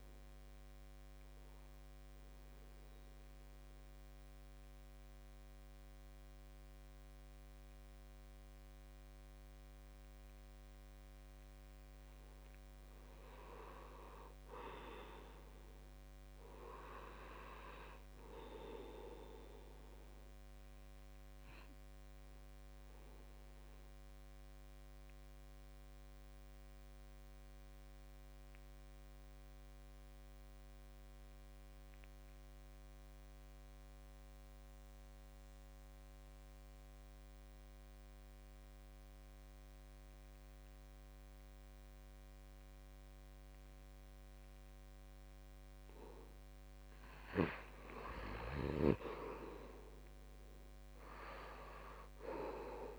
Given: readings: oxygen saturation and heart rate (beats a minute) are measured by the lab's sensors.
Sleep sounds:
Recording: breathing in sleep by a microphone on the trachea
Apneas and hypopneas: 2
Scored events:
1.50-12.50 s: central apnea (oxygen 97% before, 84% lowest, heart rate 84 before, 68 extreme, up 8 after)
14.50-18.00 s: arousal
17.50-33.50 s: oxygen desaturation (device-marked, oxygen 96% before, 90% lowest, heart rate 72 before, 68 extreme)
24.00-46.00 s: obstructive apnea (oxygen 97% before, 84% lowest, heart rate 72 before, 67 extreme, up 8 after)
42.50-52.99 s: oxygen desaturation (device-marked, oxygen 94% before, 84% lowest, heart rate 71 before, 67 extreme)
49.00-52.00 s: arousal
50.50-52.50 s: long interval between heartbeats (device-marked, heart rate 71 before, 75 extreme)
From the record:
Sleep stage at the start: N2 (light sleep)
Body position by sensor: on the back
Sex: male

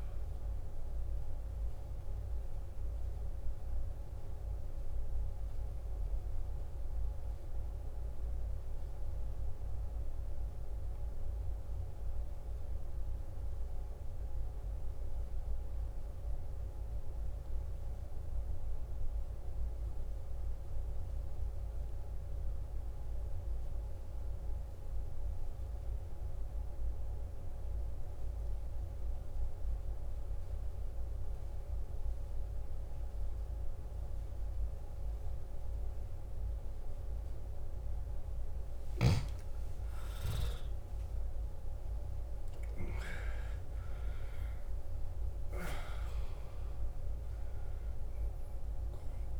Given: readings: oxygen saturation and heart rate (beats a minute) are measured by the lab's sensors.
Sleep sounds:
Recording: breathing in sleep, hard to hear, by a room microphone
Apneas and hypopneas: 1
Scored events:
8.50-37.50 s: obstructive apnea (oxygen 96% before, 89% lowest, heart rate 60 before, 52 extreme, up 11 after)
28.50-49.40 s: oxygen desaturation (device-marked, oxygen 97% before, 89% lowest, heart rate 53 before, 53 extreme)
39.00-43.00 s: arousal
From the record:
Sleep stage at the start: N2 (light sleep)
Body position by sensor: on the back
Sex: male

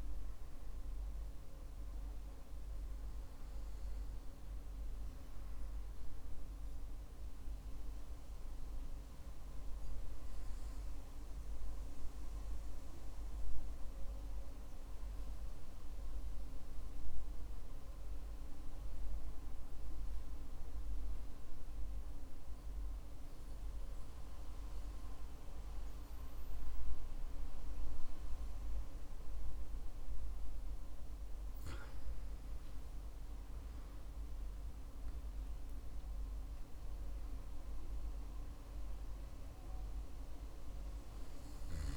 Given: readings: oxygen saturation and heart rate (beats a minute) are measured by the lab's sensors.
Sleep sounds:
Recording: breathing in sleep, hard to hear, by a room microphone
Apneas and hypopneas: 1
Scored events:
14.00-30.50 s: hypopnea (oxygen 95% before, 94% lowest, heart rate 53 before, 55 extreme, up 8 after)
33.00-36.00 s: arousal
From the record:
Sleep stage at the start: N2 (light sleep)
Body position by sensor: on the back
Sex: male

